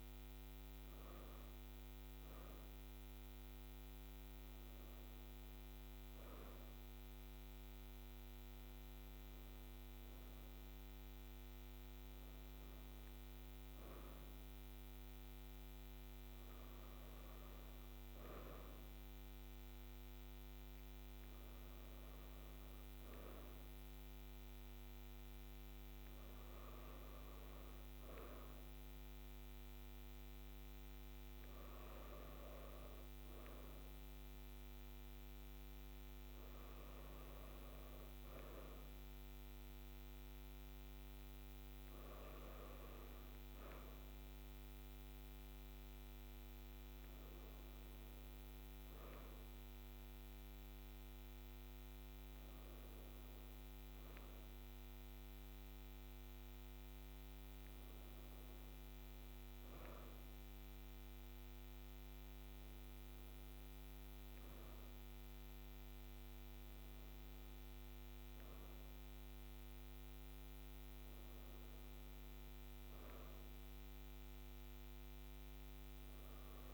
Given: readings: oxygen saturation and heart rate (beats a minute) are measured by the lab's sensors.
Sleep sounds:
breathing in sleep, hard to hear, by a microphone on the trachea; none
none scored
From the record:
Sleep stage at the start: N2 (light sleep); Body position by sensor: on the right side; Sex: female

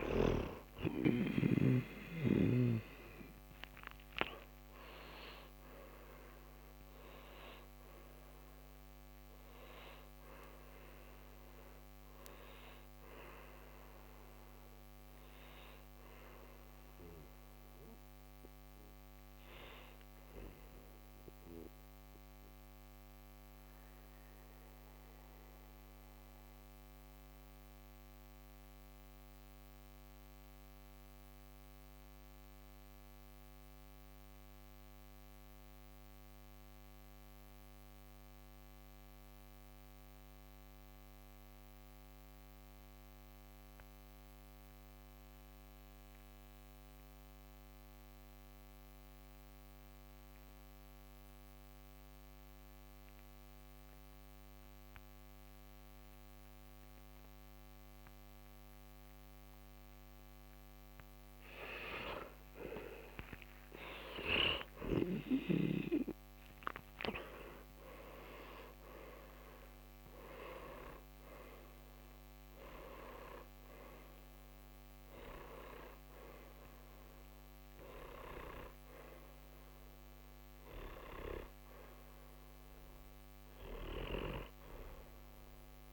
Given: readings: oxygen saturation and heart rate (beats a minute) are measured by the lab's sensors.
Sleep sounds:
breathing in sleep by a microphone on the trachea; 1
0.00-1.50 s: oxygen desaturation (device-marked, oxygen 93% lowest, heart rate 56 extreme)
3.50-36.50 s: oxygen desaturation (device-marked, oxygen 96% before, 89% lowest, heart rate 67 before, 48 extreme)
22.50-60.00 s: mixed apnea (oxygen 96% before, 89% lowest, heart rate 66 before, 48 extreme, up 22 after)
61.50-65.50 s: arousal
61.50-85.93 s: oxygen desaturation (device-marked, oxygen 98% before, 90% lowest, heart rate 58 before, 44 extreme)
From the record:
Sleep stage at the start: N2 (light sleep); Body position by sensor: on the back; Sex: male

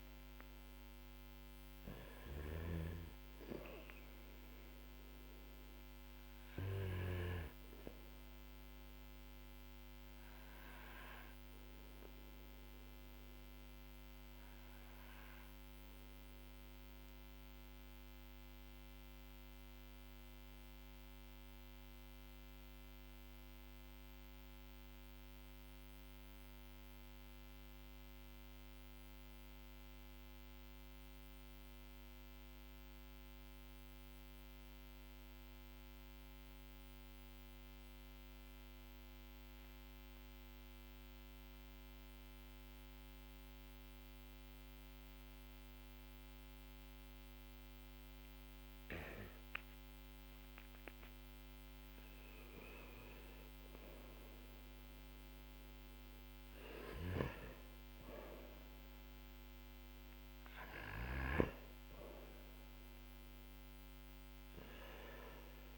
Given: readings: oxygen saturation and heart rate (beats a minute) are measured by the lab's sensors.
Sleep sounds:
breathing in sleep by a microphone on the trachea; 1
0.00-2.00 s: snoring (device-marked)
0.00-32.50 s: oxygen desaturation (device-marked, oxygen 91% lowest, heart rate 42 extreme)
8.50-51.50 s: obstructive apnea (oxygen 97% before, 91% lowest, heart rate 51 before, 44 extreme, up 2 after)
52.50-57.00 s: arousal
From the record:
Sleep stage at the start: N2 (light sleep); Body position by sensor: on the back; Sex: male

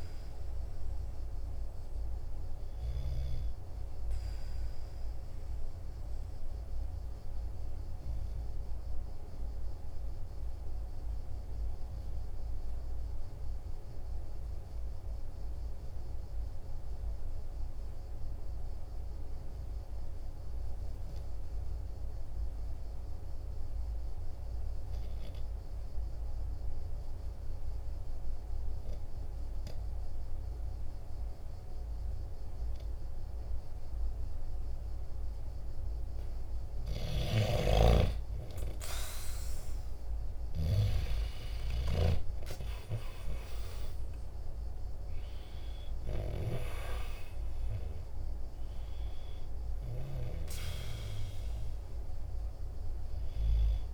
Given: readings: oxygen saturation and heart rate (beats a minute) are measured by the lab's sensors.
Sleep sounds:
breathing in sleep by a room microphone; 1
0.00-18.50 s: oxygen desaturation (device-marked, oxygen 92% lowest, heart rate 44 extreme)
5.00-36.00 s: obstructive apnea (oxygen 97% before, 90% lowest, heart rate 50 before, 43 extreme, up 24 after)
37.50-42.00 s: arousal
39.50-53.94 s: oxygen desaturation (device-marked, oxygen 97% before, 90% lowest, heart rate 48 before, 43 extreme)
From the record:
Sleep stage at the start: N2 (light sleep); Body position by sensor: on the right side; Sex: male

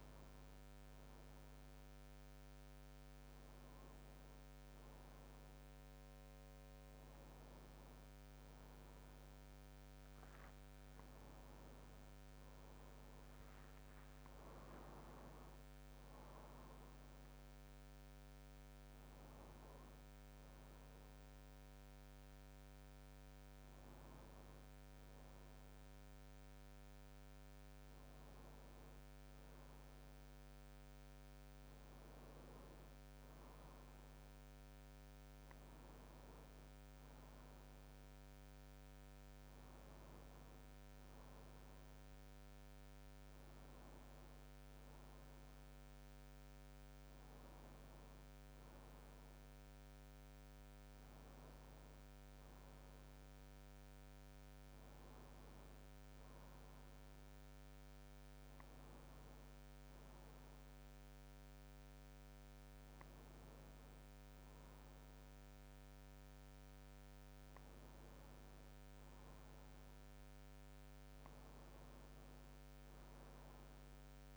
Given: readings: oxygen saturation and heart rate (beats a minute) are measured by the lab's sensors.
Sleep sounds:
a person partly awake in a sleep study, hard to hear, by a microphone on the trachea; none
24.00-74.37 s: new sleep stage, N2 (light sleep)
From the record:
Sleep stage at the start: awake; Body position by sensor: on the back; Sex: male

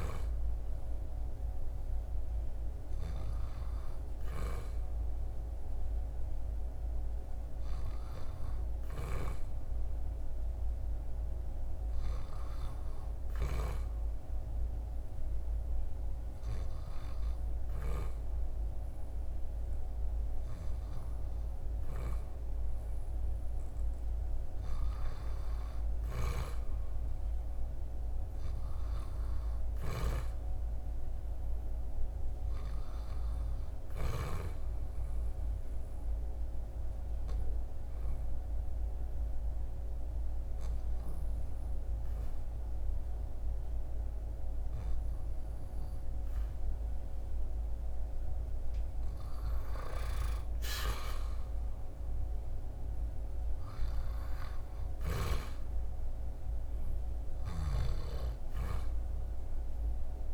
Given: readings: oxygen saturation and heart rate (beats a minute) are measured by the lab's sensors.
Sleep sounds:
breathing in sleep by a room microphone; 1
35.00-47.50 s: obstructive apnea (oxygen 97% before, 94% lowest, heart rate 77 before, 68 extreme, up 2 after)
49.00-53.00 s: arousal
50.50-60.34 s: new sleep stage, N2 (light sleep)
From the record:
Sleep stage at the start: REM sleep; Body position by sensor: on the back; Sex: male

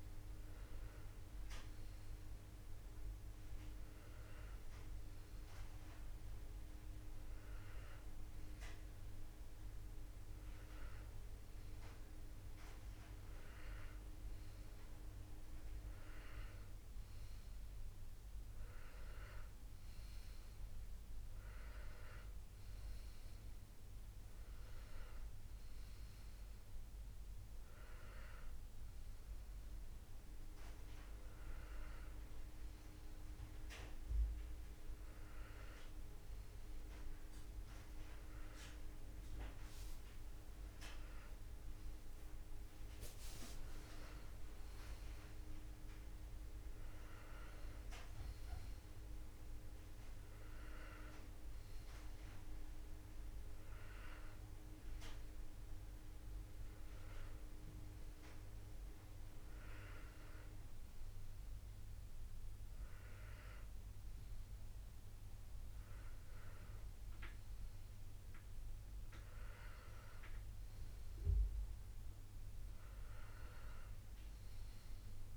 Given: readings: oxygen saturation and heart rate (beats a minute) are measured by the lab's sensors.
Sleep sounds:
breathing in sleep by a room microphone; none
none scored
From the record:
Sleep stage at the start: N1 (lightest sleep); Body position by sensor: on the back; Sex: male

